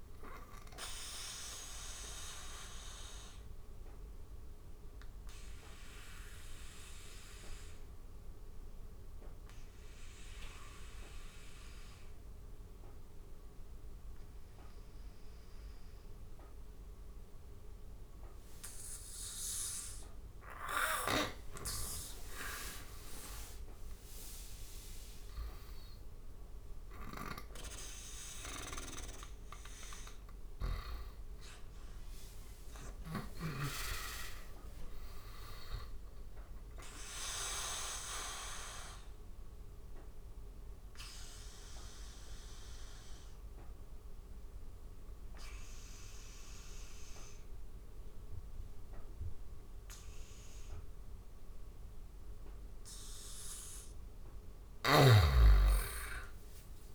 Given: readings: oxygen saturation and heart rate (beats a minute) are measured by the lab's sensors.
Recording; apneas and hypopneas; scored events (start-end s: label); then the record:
breathing in sleep by a room microphone; 2
0.50-20.00 s: obstructive apnea (oxygen 97% before, 85% lowest, heart rate 91 before, 74 extreme, up 11 after)
6.50-12.50 s: oxygen desaturation (device-marked, oxygen 95% before, 90% lowest, heart rate 92 before, 74 extreme)
14.50-23.50 s: oxygen desaturation (device-marked, oxygen 95% before, 85% lowest, heart rate 90 before, 74 extreme)
26.50-30.50 s: snoring (device-marked)
29.00-34.50 s: arousal
37.50-52.50 s: obstructive apnea (oxygen 98% before, 88% lowest, heart rate 84 before, 74 extreme, up 14 after)
42.50-48.50 s: oxygen desaturation (device-marked, oxygen 96% before, 91% lowest, heart rate 86 before, 79 extreme)
54.50-56.95 s: arousal
From the record:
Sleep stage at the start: N2 (light sleep); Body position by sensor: on the back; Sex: male